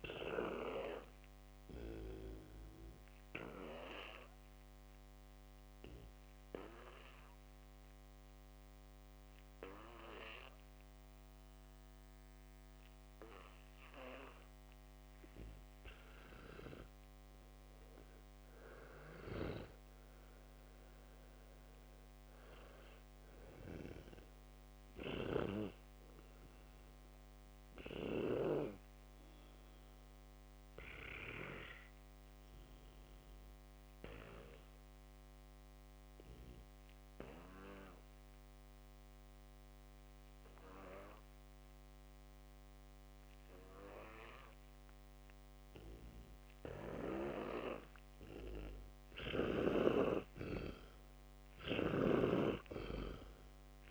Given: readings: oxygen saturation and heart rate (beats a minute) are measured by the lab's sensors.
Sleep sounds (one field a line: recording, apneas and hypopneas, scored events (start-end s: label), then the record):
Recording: breathing in sleep by a microphone on the trachea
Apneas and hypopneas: 2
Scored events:
0.00-3.00 s: oxygen desaturation (device-marked, oxygen 82% lowest, heart rate 59 extreme)
0.50-16.50 s: obstructive apnea (oxygen 99% before, 86% lowest, heart rate 80 before, 59 extreme, up 14 after)
19.50-25.00 s: arousal
31.00-49.50 s: obstructive apnea (oxygen 99% before, 86% lowest, heart rate 67 before, 59 extreme, up 1 after)
44.00-51.00 s: oxygen desaturation (device-marked, oxygen 99% before, 93% lowest, heart rate 62 before, 60 extreme)
50.50-53.91 s: arousal
From the record:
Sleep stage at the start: N2 (light sleep)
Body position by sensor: on the back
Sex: male